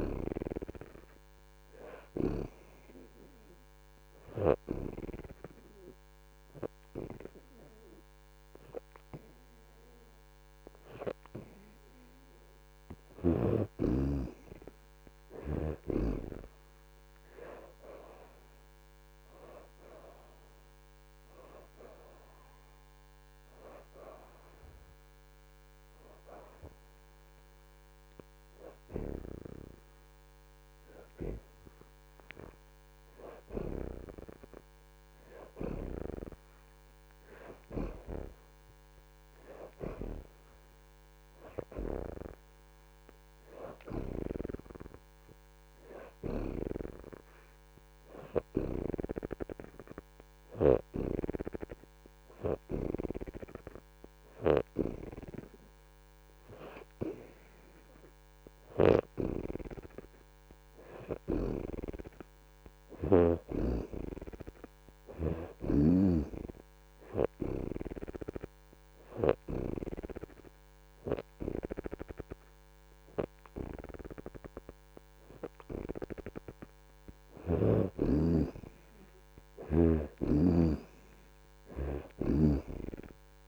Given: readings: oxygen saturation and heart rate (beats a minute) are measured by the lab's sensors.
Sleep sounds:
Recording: breathing in sleep by a microphone on the trachea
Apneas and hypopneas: 2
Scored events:
0.00-9.00 s: oxygen desaturation (device-marked, oxygen 64% lowest)
4.50-14.50 s: obstructive apnea (oxygen 73% before, 63% lowest)
14.00-25.00 s: oxygen desaturation (device-marked, oxygen 71% before, 66% lowest)
17.00-20.50 s: arousal
36.00-49.00 s: oxygen desaturation (device-marked, oxygen 67% before, 63% lowest)
69.00-79.00 s: hypopnea (oxygen 70% before, 61% lowest)
75.00-83.48 s: oxygen desaturation (device-marked, oxygen 70% before, 61% lowest)
81.00-83.48 s: arousal
From the record:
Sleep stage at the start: N2 (light sleep)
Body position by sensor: on the back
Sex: female

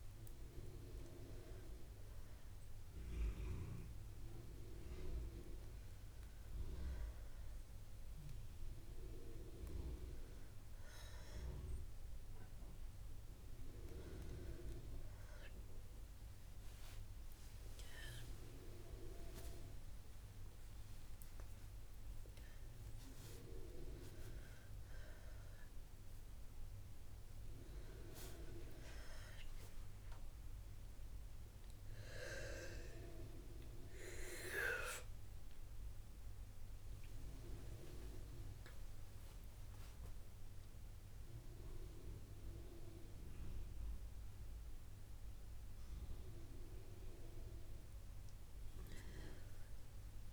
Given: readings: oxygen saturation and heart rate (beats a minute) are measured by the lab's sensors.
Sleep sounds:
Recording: a person awake in a sleep study, by a room microphone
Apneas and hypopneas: none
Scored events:
16.00-46.00 s: new sleep stage, awake
29.00-40.00 s: oxygen desaturation (device-marked, oxygen 95% before, 92% lowest, heart rate 63 before, 61 extreme)
46.00-50.33 s: new sleep stage, N2 (light sleep)
From the record:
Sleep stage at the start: REM sleep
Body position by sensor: on the back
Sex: female

